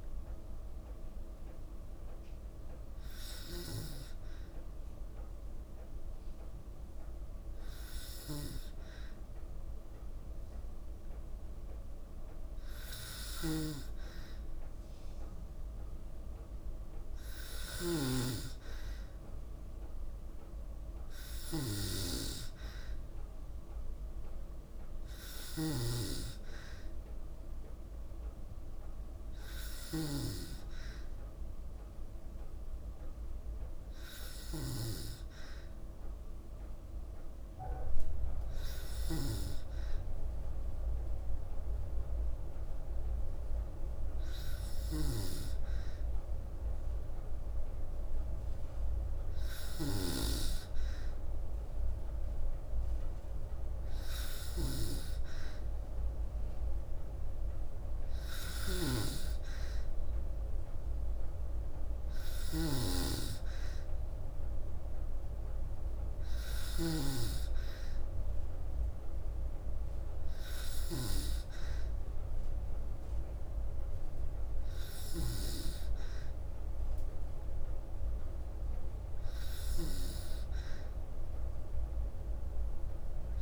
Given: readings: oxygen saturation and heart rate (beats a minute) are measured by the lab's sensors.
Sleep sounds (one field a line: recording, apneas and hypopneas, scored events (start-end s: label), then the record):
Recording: breathing in sleep by a room microphone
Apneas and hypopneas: 1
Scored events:
3.50-16.00 s: hypopnea (oxygen 95% before, 93% lowest, heart rate 54 before, 53 extreme, up 0 after)
12.50-83.42 s: snoring (device-marked)
19.00-23.50 s: arousal
From the record:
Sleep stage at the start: N2 (light sleep)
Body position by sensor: on the back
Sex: female